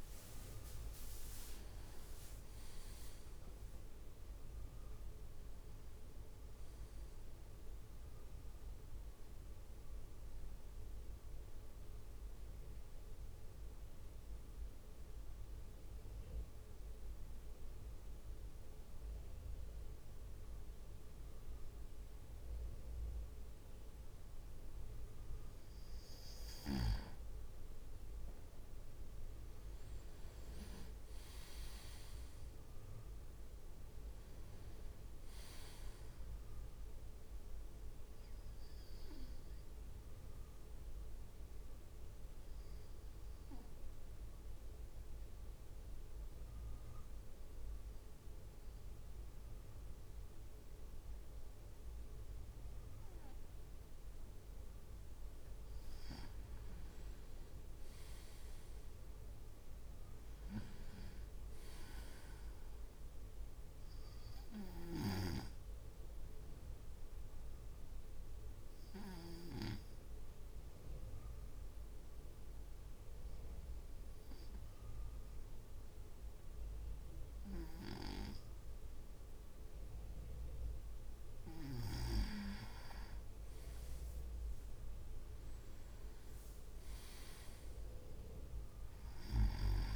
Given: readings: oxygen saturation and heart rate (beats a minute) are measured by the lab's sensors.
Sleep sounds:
breathing in sleep by a room microphone; 3
0.00-4.00 s: leg movement (device-marked)
0.00-10.00 s: drop in pulse transit time (device-marked, heart rate 62 extreme)
9.00-25.00 s: central apnea (oxygen 98% before, 96% lowest, heart rate 62 before, 51 extreme, up 6 after)
27.00-30.50 s: arousal
27.50-28.50 s: leg movement (device-marked)
37.50-55.00 s: obstructive apnea (oxygen 99% before, 96% lowest, heart rate 55 before, 50 extreme, up 4 after)
56.50-60.50 s: arousal
57.00-58.50 s: leg movement (device-marked)
64.00-81.00 s: obstructive apnea (oxygen 98% before, 96% lowest, heart rate 56 before, 53 extreme, up 6 after)
83.00-89.96 s: drop in pulse transit time (device-marked, heart rate 54 before, 56 extreme)
83.50-87.50 s: arousal
85.50-86.50 s: leg movement (device-marked)
From the record:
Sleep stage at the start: N2 (light sleep); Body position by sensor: on the right side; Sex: male

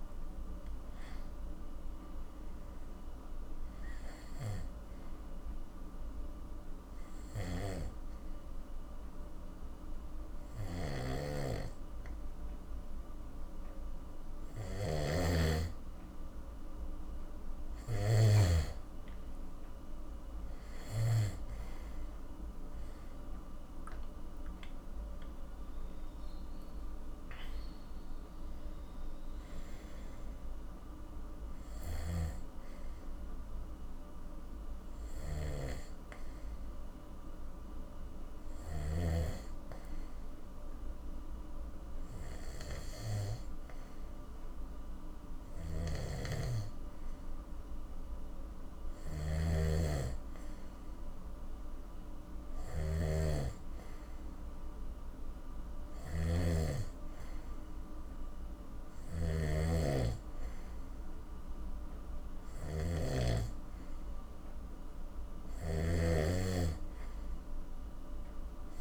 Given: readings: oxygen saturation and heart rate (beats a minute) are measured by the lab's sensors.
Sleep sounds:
breathing in sleep by a room microphone; 1
5.00-16.50 s: hypopnea (oxygen 93% before, 91% lowest, heart rate 68 before, 49 extreme, up 11 after)
7.00-21.00 s: snoring (device-marked)
23.50-27.00 s: arousal
27.50-45.50 s: oxygen desaturation (device-marked, oxygen 96% before, 92% lowest, heart rate 58 before, 49 extreme)
31.50-39.00 s: snoring (device-marked)
45.50-68.81 s: snoring (device-marked)
From the record:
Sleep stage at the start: N2 (light sleep); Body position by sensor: on the back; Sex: male

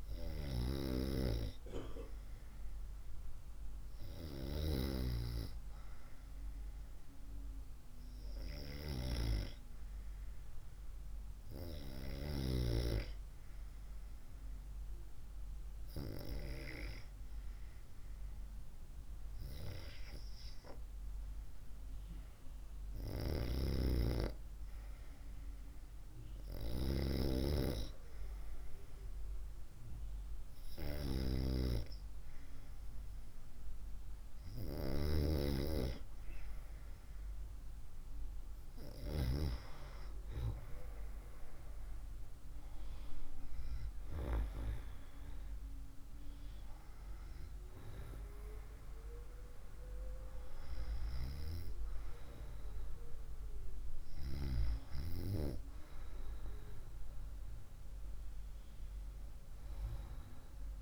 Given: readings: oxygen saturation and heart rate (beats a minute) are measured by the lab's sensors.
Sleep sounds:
breathing in sleep by a room microphone; 1
5.00-23.50 s: hypopnea (oxygen 97% before, 95% lowest, heart rate 62 before, 61 extreme, up 2 after)
26.50-30.00 s: arousal
From the record:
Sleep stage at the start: N2 (light sleep); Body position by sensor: on the right side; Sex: female

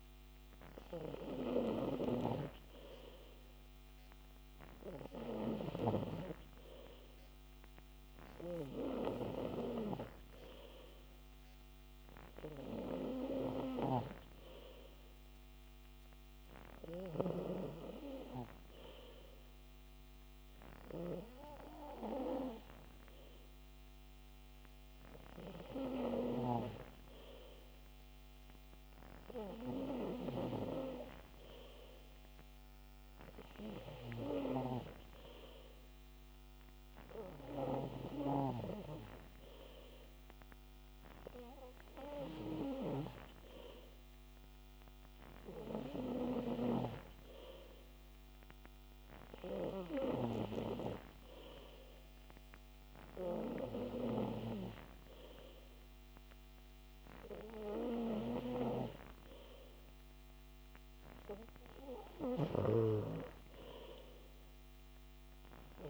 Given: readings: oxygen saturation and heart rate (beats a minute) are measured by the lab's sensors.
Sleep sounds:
breathing in sleep by a microphone on the trachea; none
none scored
From the record:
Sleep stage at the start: N3 (deep sleep); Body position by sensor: on the back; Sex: male

